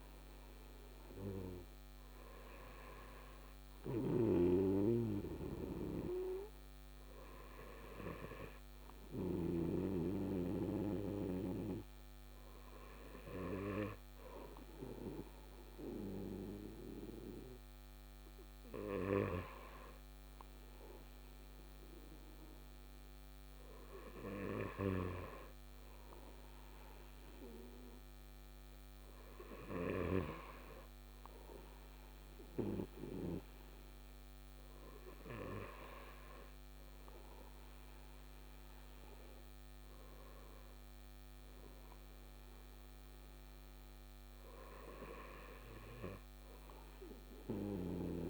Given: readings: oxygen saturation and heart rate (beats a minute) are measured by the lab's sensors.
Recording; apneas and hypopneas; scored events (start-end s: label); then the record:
breathing in sleep by a microphone on the trachea; none
3.50-9.50 s: snoring (device-marked)
From the record:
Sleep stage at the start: N2 (light sleep); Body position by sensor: on the right side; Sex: male